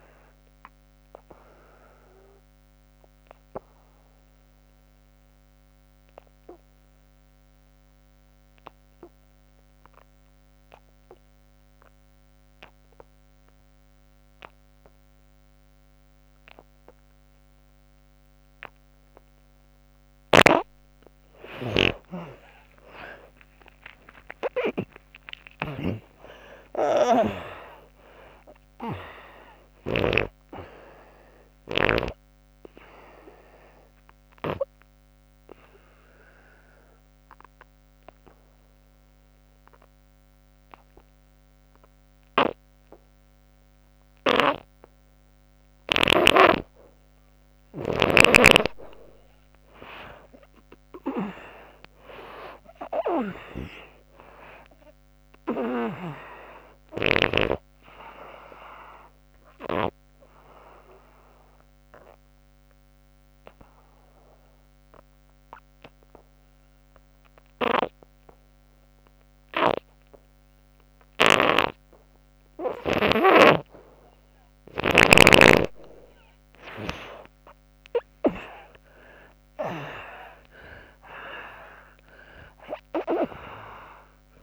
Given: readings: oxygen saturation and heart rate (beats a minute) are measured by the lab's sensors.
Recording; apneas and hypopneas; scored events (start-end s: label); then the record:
breathing in sleep by a microphone on the trachea; 3
0.00-16.00 s: oxygen desaturation (device-marked, oxygen 79% lowest, heart rate 61 extreme)
0.50-19.50 s: obstructive apnea (oxygen 98% before, 76% lowest, heart rate 75 before, 61 extreme, up 28 after)
19.50-29.50 s: snoring (device-marked)
21.50-25.00 s: arousal
25.00-43.00 s: oxygen desaturation (device-marked, oxygen 99% before, 76% lowest, heart rate 64 before, 63 extreme)
32.00-45.50 s: obstructive apnea (oxygen 99% before, 76% lowest, heart rate 76 before, 63 extreme, up 15 after)
47.50-53.00 s: snoring (device-marked)
49.00-53.00 s: arousal
54.00-68.00 s: oxygen desaturation (device-marked, oxygen 97% before, 83% lowest, heart rate 72 before, 65 extreme)
55.00-59.50 s: snoring (device-marked)
59.00-72.00 s: obstructive apnea (oxygen 97% before, 81% lowest, heart rate 72 before, 65 extreme, up 9 after)
70.50-79.50 s: snoring (device-marked)
77.00-81.00 s: arousal
From the record:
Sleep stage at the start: N2 (light sleep); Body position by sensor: on the back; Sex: female